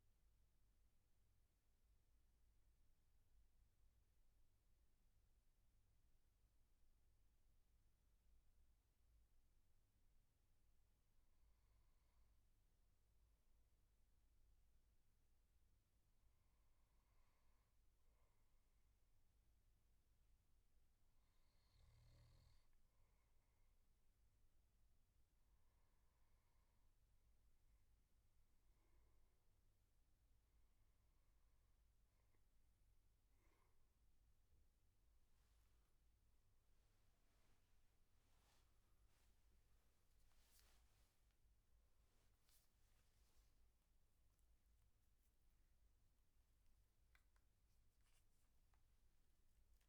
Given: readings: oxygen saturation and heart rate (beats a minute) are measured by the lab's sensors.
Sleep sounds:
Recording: breathing in sleep, hard to hear, by a room microphone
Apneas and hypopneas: 1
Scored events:
1.00-29.00 s: hypopnea (oxygen 98% before, 95% lowest, heart rate 80 before, 73 extreme, up 7 after)
36.50-42.00 s: arousal
45.50-47.50 s: long interval between heartbeats (device-marked, heart rate 81 before, 89 extreme)
From the record:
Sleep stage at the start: N1 (lightest sleep)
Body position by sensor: on the back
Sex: male

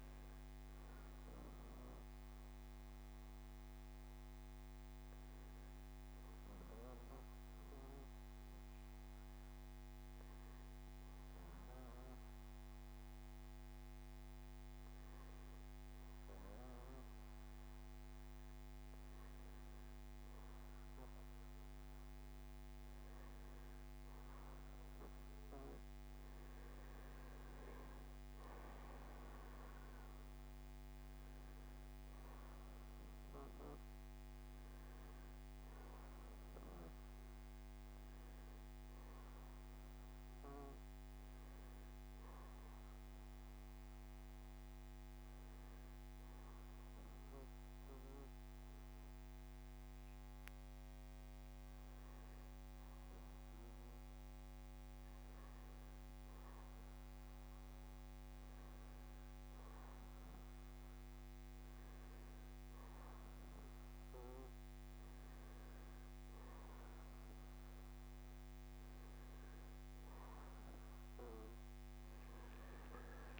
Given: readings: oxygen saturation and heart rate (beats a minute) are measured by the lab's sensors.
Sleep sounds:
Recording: breathing in sleep, hard to hear, by a microphone on the trachea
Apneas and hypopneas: 2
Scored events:
6.00-18.00 s: obstructive apnea (oxygen 92% before, 90% lowest, heart rate 76 before, 64 extreme, up 11 after)
23.00-26.50 s: arousal
45.00-55.50 s: obstructive apnea (oxygen 95% before, 91% lowest, heart rate 74 before, 57 extreme, up 8 after)
59.00-63.00 s: arousal
From the record:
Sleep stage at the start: N2 (light sleep)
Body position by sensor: on the back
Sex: male

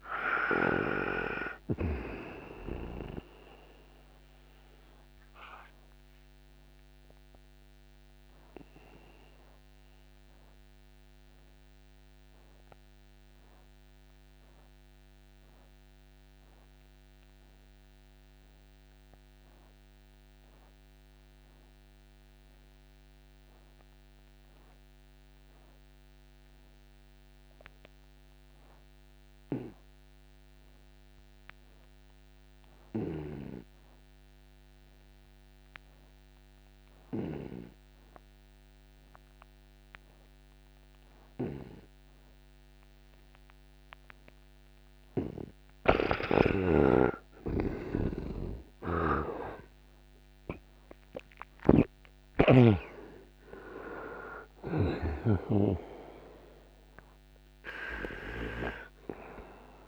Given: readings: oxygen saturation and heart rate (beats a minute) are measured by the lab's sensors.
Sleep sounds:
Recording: breathing in sleep by a microphone on the trachea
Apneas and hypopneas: 1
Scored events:
0.00-1.00 s: snoring (device-marked)
0.00-24.50 s: oxygen desaturation (device-marked, oxygen 81% lowest, heart rate 57 extreme)
7.50-45.50 s: obstructive apnea (oxygen 96% before, 76% lowest, heart rate 75 before, 57 extreme, up 20 after)
36.50-59.88 s: oxygen desaturation (device-marked, oxygen 98% before, 76% lowest, heart rate 59 before, 57 extreme)
47.50-52.00 s: arousal
48.50-55.00 s: snoring (device-marked)
From the record:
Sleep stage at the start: N2 (light sleep)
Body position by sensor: on the right side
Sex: male

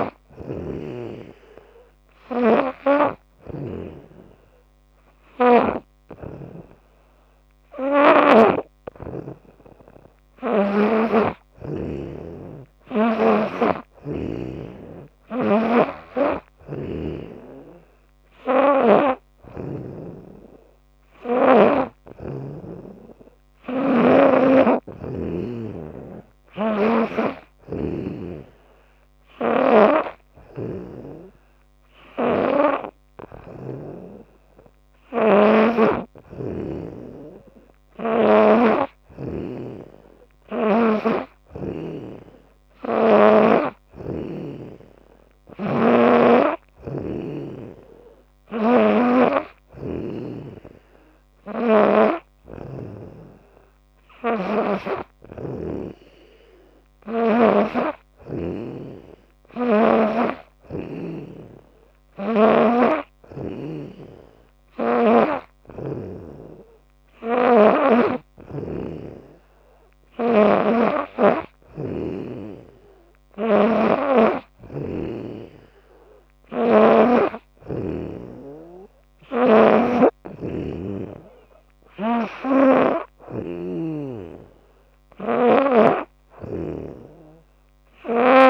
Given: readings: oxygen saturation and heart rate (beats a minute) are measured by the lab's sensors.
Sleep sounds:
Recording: breathing in sleep by a microphone on the trachea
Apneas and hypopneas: none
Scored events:
0.00-8.00 s: snoring (device-marked)
15.00-19.50 s: snoring (device-marked)
24.00-33.50 s: snoring (device-marked)
38.00-41.50 s: snoring (device-marked)
51.00-57.50 s: snoring (device-marked)
67.00-88.50 s: snoring (device-marked)
From the record:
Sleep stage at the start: N2 (light sleep)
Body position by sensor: on the back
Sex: female

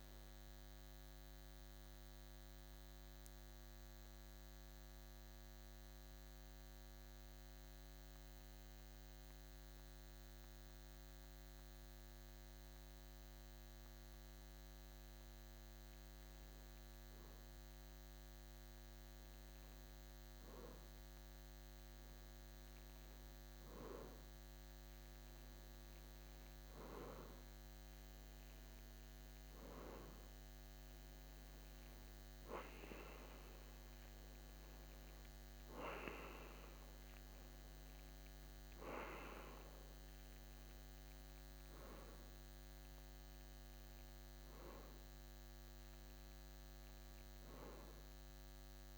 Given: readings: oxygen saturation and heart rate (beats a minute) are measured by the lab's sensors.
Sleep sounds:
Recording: breathing in sleep by a microphone on the trachea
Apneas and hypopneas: 1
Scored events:
1.00-17.50 s: hypopnea (oxygen 93% before, 91% lowest, heart rate 64 before, 52 extreme, up 2 after)
20.50-24.00 s: arousal
41.00-48.98 s: oxygen desaturation (device-marked, oxygen 96% before, 93% lowest, heart rate 54 before, 52 extreme)
46.00-48.98 s: new sleep stage, N2 (light sleep)
From the record:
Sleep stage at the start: N1 (lightest sleep)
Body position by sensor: on the back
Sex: male

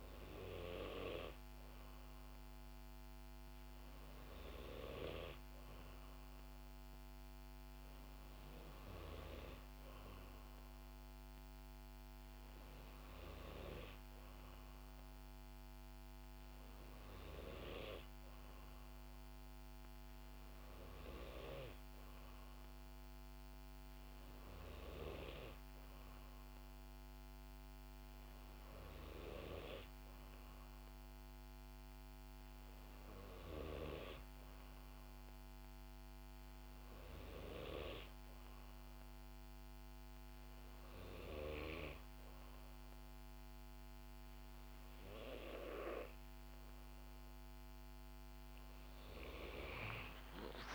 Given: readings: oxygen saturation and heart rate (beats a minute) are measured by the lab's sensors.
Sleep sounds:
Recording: breathing in sleep by a microphone on the trachea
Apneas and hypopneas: none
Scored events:
8.00-10.00 s: long interval between heartbeats (device-marked, heart rate 66 before, 68 extreme)
From the record:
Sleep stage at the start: N2 (light sleep)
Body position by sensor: on the back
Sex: female

